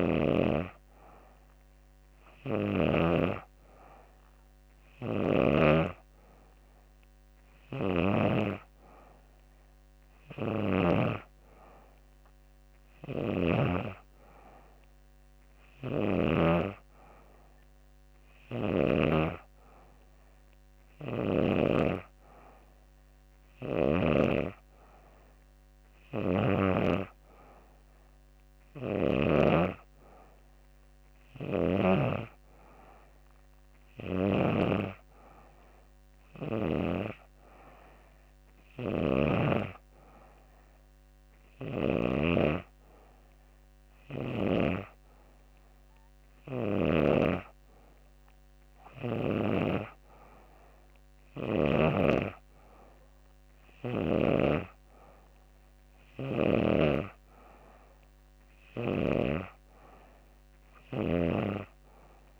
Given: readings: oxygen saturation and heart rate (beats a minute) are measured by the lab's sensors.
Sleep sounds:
breathing in sleep by a microphone on the trachea; none
9.50-15.50 s: snoring (device-marked)
From the record:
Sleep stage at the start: N2 (light sleep); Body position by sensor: on the back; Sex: female

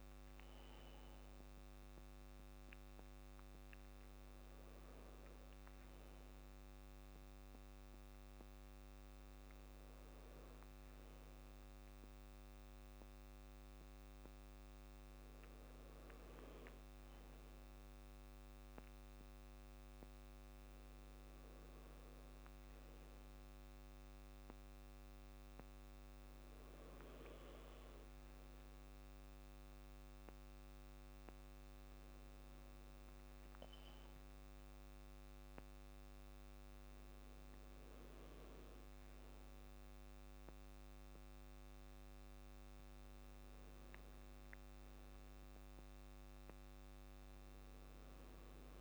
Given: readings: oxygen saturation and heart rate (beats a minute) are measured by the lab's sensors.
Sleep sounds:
a person partly awake in a sleep study, hard to hear, by a microphone on the trachea; none
0.50-48.81 s: new sleep stage, N2 (light sleep)
6.50-8.50 s: long interval between heartbeats (device-marked, heart rate 94 before, 66 extreme)
11.00-13.00 s: long interval between heartbeats (device-marked, heart rate 89 before, 61 extreme)
22.50-24.50 s: long interval between heartbeats (device-marked, heart rate 61 before, 61 extreme)
From the record:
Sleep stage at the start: awake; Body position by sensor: on the back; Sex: male

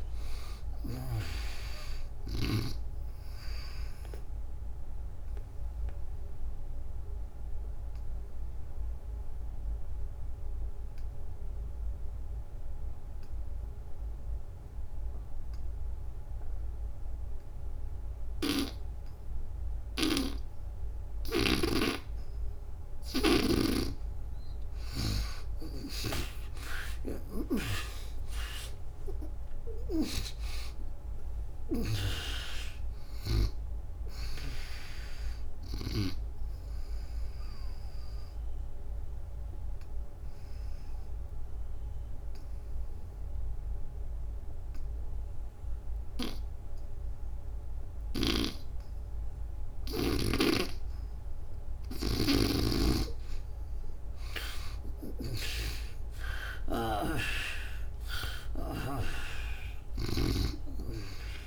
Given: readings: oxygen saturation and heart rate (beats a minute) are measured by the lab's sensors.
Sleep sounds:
breathing in sleep by a room microphone; 2
0.00-15.00 s: oxygen desaturation (device-marked, oxygen 78% lowest, heart rate 61 extreme)
4.50-22.50 s: obstructive apnea (oxygen 97% before, 78% lowest, heart rate 80 before, 61 extreme)
25.50-35.50 s: snoring (device-marked)
26.00-29.50 s: arousal
33.00-44.00 s: oxygen desaturation (device-marked, oxygen 95% before, 78% lowest, heart rate 80 before, 63 extreme)
36.50-51.50 s: obstructive apnea (oxygen 97% before, 76% lowest, heart rate 87 before, 63 extreme, up 32 after)
47.50-61.47 s: snoring (device-marked)
54.50-57.50 s: arousal
From the record:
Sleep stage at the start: N2 (light sleep); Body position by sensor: on the back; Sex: female

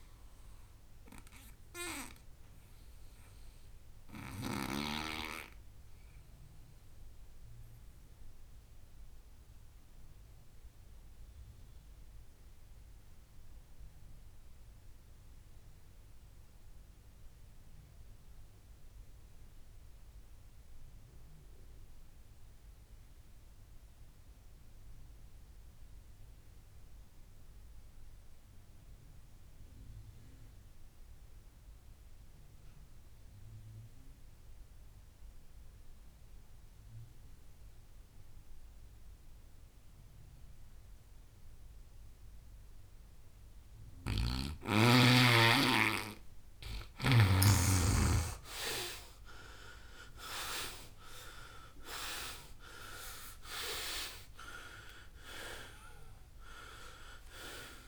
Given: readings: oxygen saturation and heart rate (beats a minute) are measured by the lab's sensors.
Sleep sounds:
breathing in sleep by a room microphone; 1
0.00-22.50 s: oxygen desaturation (device-marked, oxygen 89% lowest, heart rate 55 extreme)
6.00-45.50 s: mixed apnea (oxygen 99% before, 82% lowest, heart rate 72 before, 55 extreme, up 23 after)
36.50-57.88 s: oxygen desaturation (device-marked, oxygen 97% before, 82% lowest, heart rate 64 before, 59 extreme)
48.00-52.00 s: arousal
From the record:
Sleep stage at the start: N2 (light sleep); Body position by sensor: on the right side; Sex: male

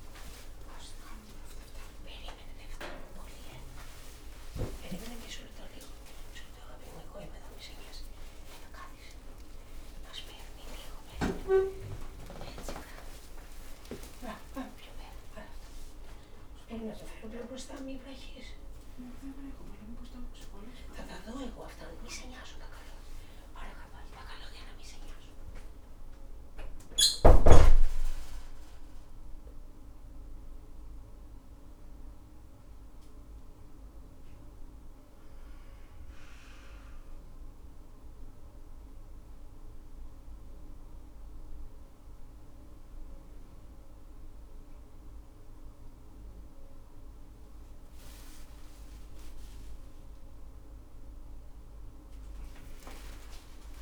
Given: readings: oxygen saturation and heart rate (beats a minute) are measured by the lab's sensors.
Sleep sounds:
a person awake in a sleep study, by a room microphone; none
none scored
From the record:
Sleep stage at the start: awake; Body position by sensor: upright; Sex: female

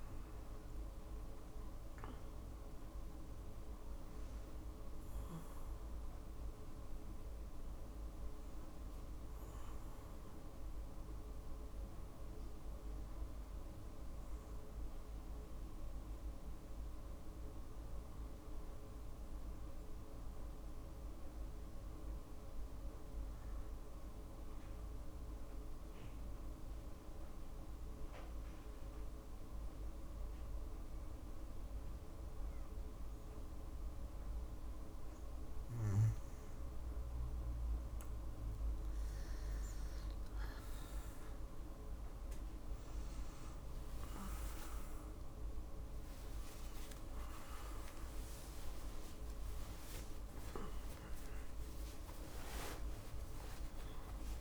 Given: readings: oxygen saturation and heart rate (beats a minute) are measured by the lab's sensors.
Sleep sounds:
breathing in sleep, hard to hear, by a room microphone; 1
22.00-36.00 s: hypopnea (oxygen 96% before, 92% lowest, heart rate 59 before, 56 extreme, up 4 after)
37.00-39.00 s: arousal
43.50-54.41 s: oxygen desaturation (device-marked, oxygen 98% before, 92% lowest, heart rate 57 before, 56 extreme)
50.00-54.00 s: arousal
From the record:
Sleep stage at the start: N2 (light sleep); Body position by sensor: on the back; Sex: female

